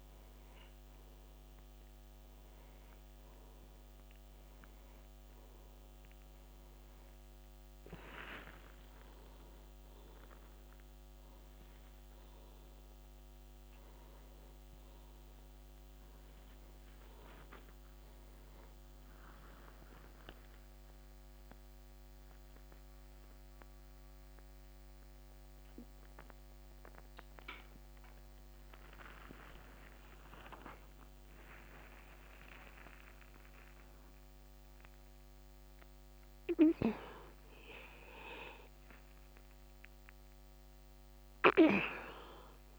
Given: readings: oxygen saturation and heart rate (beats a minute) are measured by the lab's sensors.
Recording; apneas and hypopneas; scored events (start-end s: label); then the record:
a person awake in a sleep study, by a microphone on the trachea; none
0.00-15.00 s: oxygen desaturation (device-marked, oxygen 91% lowest, heart rate 55 extreme)
From the record:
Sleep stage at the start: awake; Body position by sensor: upright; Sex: male